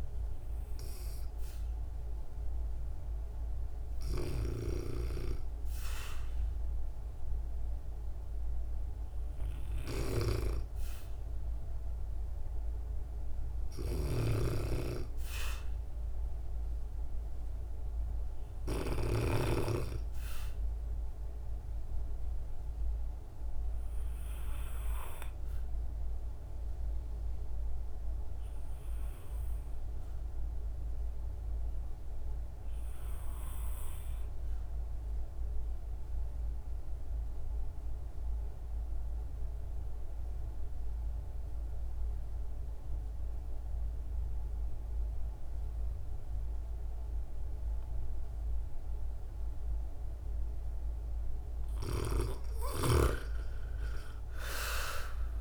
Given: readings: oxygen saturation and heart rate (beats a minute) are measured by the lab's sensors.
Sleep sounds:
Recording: breathing in sleep by a room microphone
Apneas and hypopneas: 1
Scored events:
13.00-18.50 s: snoring (device-marked)
22.50-49.50 s: obstructive apnea (oxygen 97% before, 83% lowest, heart rate 61 before, 51 extreme, up 5 after)
39.00-55.41 s: oxygen desaturation (device-marked, oxygen 96% before, 83% lowest, heart rate 59 before, 51 extreme)
52.00-55.41 s: arousal
52.00-55.41 s: snoring (device-marked)
From the record:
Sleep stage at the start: REM sleep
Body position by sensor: on the back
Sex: female

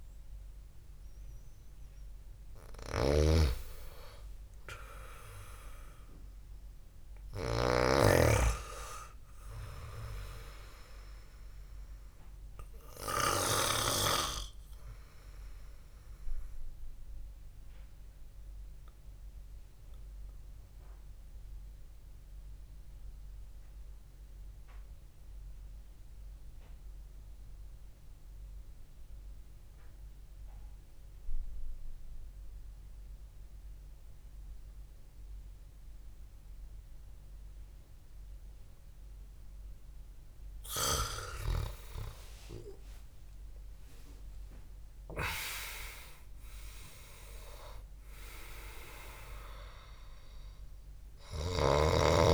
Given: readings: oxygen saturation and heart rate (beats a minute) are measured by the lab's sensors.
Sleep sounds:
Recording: breathing in sleep by a room microphone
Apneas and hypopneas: 1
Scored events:
0.00-2.00 s: arousal
3.50-8.50 s: snoring (device-marked)
14.00-33.00 s: oxygen desaturation (device-marked, oxygen 99% before, 94% lowest, heart rate 70 before, 62 extreme)
19.00-41.00 s: obstructive apnea (oxygen 99% before, 94% lowest, heart rate 69 before, 62 extreme, up 8 after)
42.50-47.00 s: arousal
From the record:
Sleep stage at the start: REM sleep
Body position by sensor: on the back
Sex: male

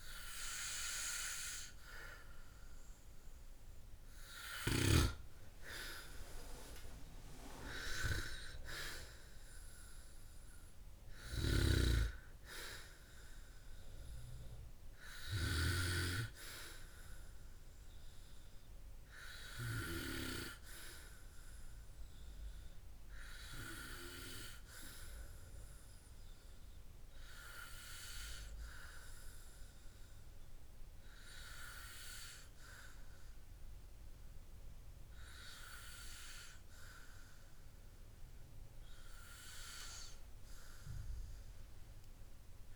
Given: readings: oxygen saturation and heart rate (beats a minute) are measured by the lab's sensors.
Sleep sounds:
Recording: breathing in sleep by a room microphone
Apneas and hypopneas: none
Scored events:
none scored
From the record:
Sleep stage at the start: N3 (deep sleep)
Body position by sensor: on the back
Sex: male

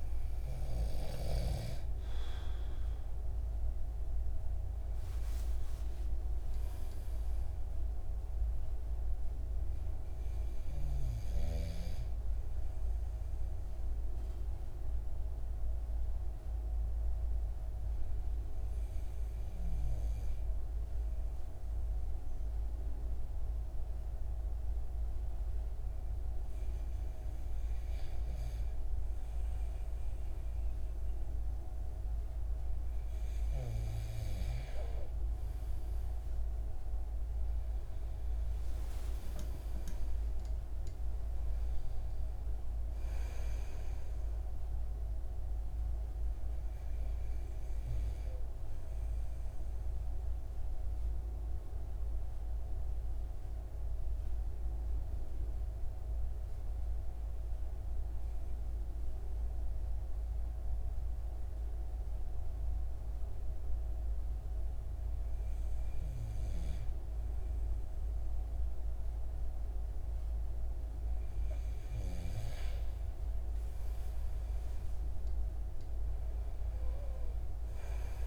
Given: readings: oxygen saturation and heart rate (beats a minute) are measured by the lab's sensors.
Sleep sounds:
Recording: breathing in sleep, hard to hear, by a room microphone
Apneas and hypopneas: 2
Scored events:
4.00-8.00 s: arousal
15.50-31.50 s: hypopnea (oxygen 95% before, 93% lowest)
35.50-39.50 s: arousal
49.00-66.00 s: mixed apnea (oxygen 96% before, 92% lowest)
69.00-73.00 s: arousal
From the record:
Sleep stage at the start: N2 (light sleep)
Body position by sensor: on the right side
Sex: male

